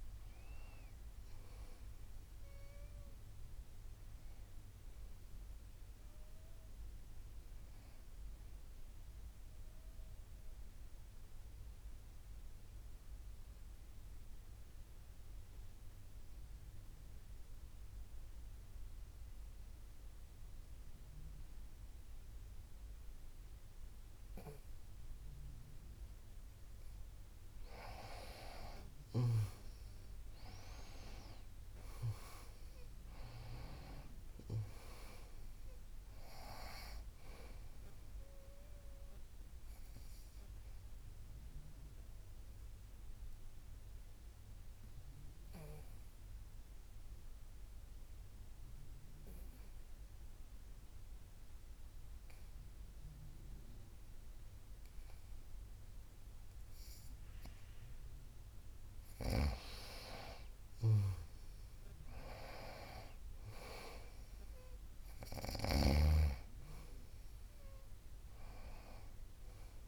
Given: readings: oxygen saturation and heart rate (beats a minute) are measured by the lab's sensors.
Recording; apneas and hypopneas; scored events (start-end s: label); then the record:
breathing in sleep by a room microphone; 2
0.00-16.50 s: oxygen desaturation (device-marked, oxygen 91% lowest, heart rate 51 extreme)
13.00-28.00 s: obstructive apnea (oxygen 96% before, 92% lowest, heart rate 65 before, 50 extreme, up 20 after)
29.50-32.50 s: arousal
31.50-53.50 s: oxygen desaturation (device-marked, oxygen 98% before, 92% lowest, heart rate 56 before, 50 extreme)
40.50-60.00 s: obstructive apnea (oxygen 98% before, 91% lowest, heart rate 63 before, 50 extreme, up 11 after)
63.00-67.00 s: arousal
64.50-69.87 s: oxygen desaturation (device-marked, oxygen 98% before, 92% lowest, heart rate 53 before, 50 extreme)
From the record:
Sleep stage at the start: N2 (light sleep); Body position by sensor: on the back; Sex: female